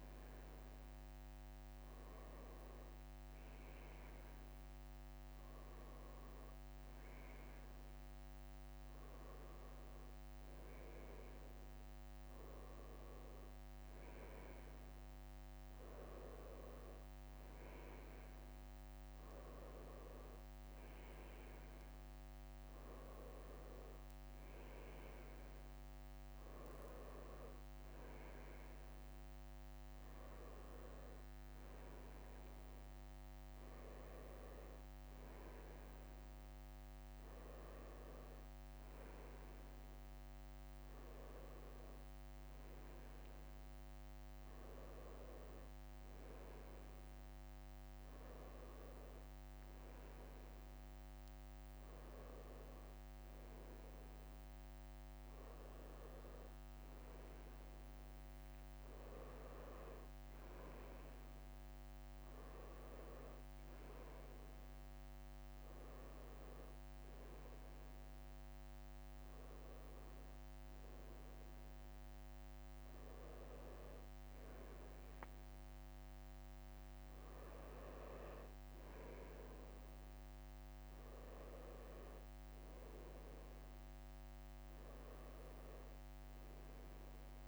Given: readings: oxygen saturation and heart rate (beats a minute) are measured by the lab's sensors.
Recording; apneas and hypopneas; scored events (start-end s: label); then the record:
breathing in sleep, hard to hear, by a microphone on the trachea; none
12.50-13.50 s: leg movement (device-marked)
47.00-48.50 s: leg movement (device-marked)
57.50-87.48 s: new sleep stage, N2 (light sleep)
58.50-59.50 s: leg movement (device-marked)
63.00-64.50 s: leg movement (device-marked)
72.00-75.00 s: leg movement (device-marked)
84.50-87.48 s: drop in pulse transit time (device-marked, heart rate 64 before, 62 extreme)
From the record:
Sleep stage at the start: N1 (lightest sleep); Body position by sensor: on the right side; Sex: male